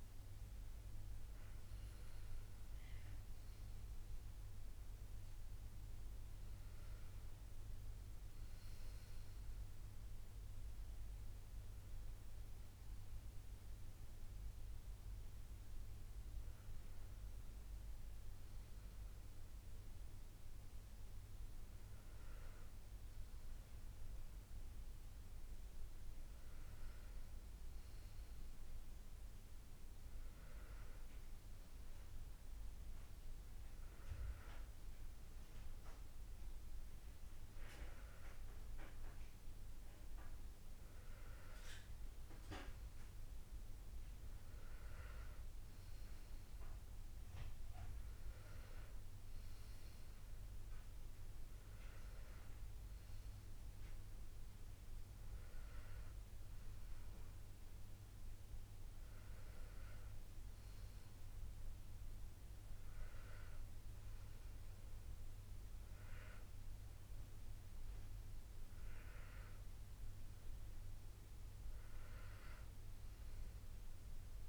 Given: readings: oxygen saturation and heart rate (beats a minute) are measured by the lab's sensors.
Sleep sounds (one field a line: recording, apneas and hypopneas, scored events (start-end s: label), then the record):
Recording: breathing in sleep, hard to hear, by a room microphone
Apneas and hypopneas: none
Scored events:
42.50-74.49 s: new sleep stage, N2 (light sleep)
From the record:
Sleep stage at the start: N1 (lightest sleep)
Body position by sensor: on the back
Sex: male